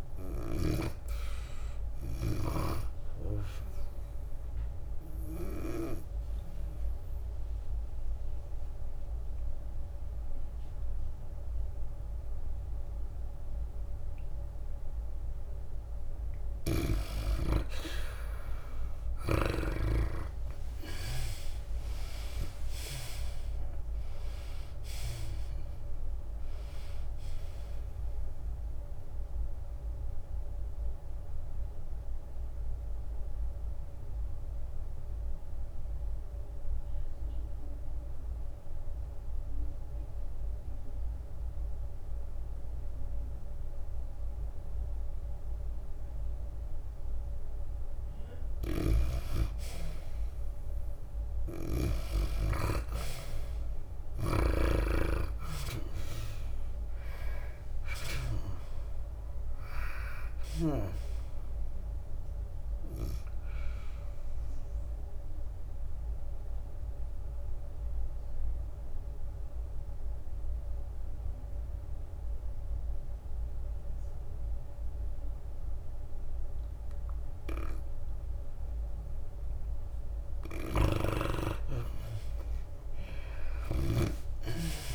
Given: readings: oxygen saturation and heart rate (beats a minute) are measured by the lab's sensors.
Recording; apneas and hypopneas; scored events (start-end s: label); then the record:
breathing in sleep by a room microphone; 3
0.00-2.00 s: oxygen desaturation (device-marked, oxygen 81% lowest, heart rate 93 extreme)
2.00-5.50 s: arousal
8.00-18.50 s: obstructive apnea (oxygen 96% before, 81% lowest, heart rate 100 before, 93 extreme, up 57 after)
17.50-21.00 s: snoring (device-marked)
18.00-31.00 s: tachycardia (device-marked, heart rate 98 before, 155 extreme)
21.50-23.50 s: long interval between heartbeats (device-marked, heart rate 98 before, 109 extreme)
22.00-25.50 s: arousal
23.00-43.00 s: oxygen desaturation (device-marked, oxygen 91% before, 81% lowest, heart rate 98 before, 88 extreme)
25.00-38.00 s: drop in pulse transit time (device-marked, heart rate 103 before, 97 extreme)
27.00-29.00 s: long interval between heartbeats (device-marked, heart rate 108 before, 142 extreme)
30.00-49.00 s: obstructive apnea (oxygen 96% before, 81% lowest, heart rate 114 before, 88 extreme, up 4 after)
36.00-42.00 s: tachycardia (device-marked, heart rate 99 before, 106 extreme)
39.00-41.00 s: long interval between heartbeats (device-marked, heart rate 119 before, 105 extreme)
49.50-53.00 s: snoring (device-marked)
51.00-54.00 s: arousal
51.00-76.00 s: oxygen desaturation (device-marked, oxygen 97% before, 82% lowest, heart rate 100 before, 91 extreme)
53.00-70.00 s: drop in pulse transit time (device-marked, heart rate 97 before, 89 extreme)
65.00-80.50 s: obstructive apnea (oxygen 97% before, 79% lowest, heart rate 93 before, 91 extreme, up 26 after)
81.50-84.95 s: snoring (device-marked)
82.00-84.95 s: tachycardia (device-marked, heart rate 98 before, 119 extreme)
83.00-84.95 s: oxygen desaturation (device-marked, oxygen 96% before, 82% lowest, heart rate 94 before, 89 extreme)
From the record:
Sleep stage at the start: N2 (light sleep); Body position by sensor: on the back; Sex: female